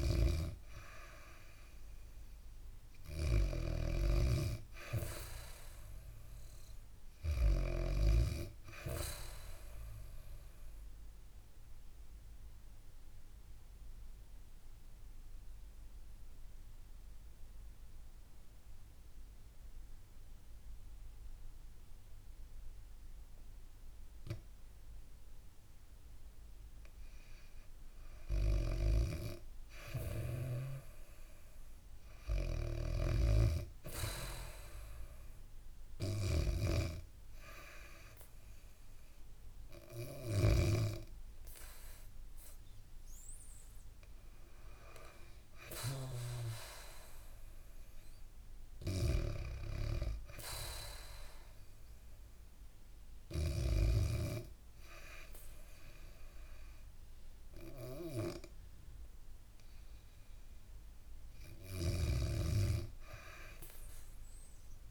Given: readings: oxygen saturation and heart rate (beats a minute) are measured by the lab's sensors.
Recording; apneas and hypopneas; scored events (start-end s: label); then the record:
breathing in sleep by a room microphone; 1
0.00-7.50 s: snoring (device-marked)
0.00-10.00 s: oxygen desaturation (device-marked, oxygen 95% lowest, heart rate 65 extreme)
9.00-28.00 s: obstructive apnea (oxygen 99% before, 93% lowest, heart rate 71 before, 65 extreme, up 4 after)
30.50-35.00 s: arousal
32.50-40.50 s: snoring (device-marked)
36.00-53.00 s: oxygen desaturation (device-marked, oxygen 98% before, 93% lowest, heart rate 68 before, 68 extreme)
48.50-53.50 s: snoring (device-marked)
61.00-64.50 s: arousal
61.50-64.91 s: snoring (device-marked)
From the record:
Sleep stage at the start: REM sleep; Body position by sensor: on the back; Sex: female